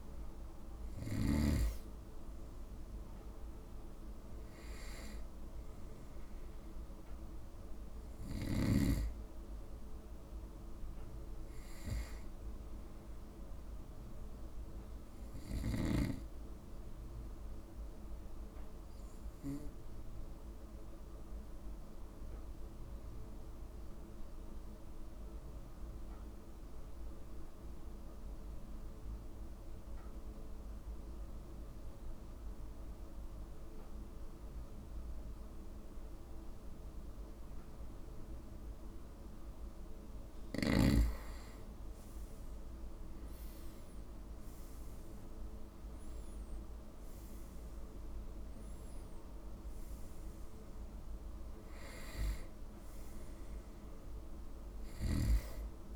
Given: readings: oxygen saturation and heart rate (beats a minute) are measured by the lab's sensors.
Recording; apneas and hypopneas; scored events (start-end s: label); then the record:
breathing in sleep by a room microphone; 1
0.00-17.00 s: oxygen desaturation (device-marked, oxygen 90% lowest, heart rate 53 extreme)
18.00-40.00 s: obstructive apnea (oxygen 95% before, 90% lowest, heart rate 58 before, 53 extreme, up 7 after)
39.00-55.95 s: oxygen desaturation (device-marked, oxygen 96% before, 90% lowest, heart rate 54 before, 53 extreme)
42.50-46.00 s: arousal
From the record:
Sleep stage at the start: N2 (light sleep); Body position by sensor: on the right side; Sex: male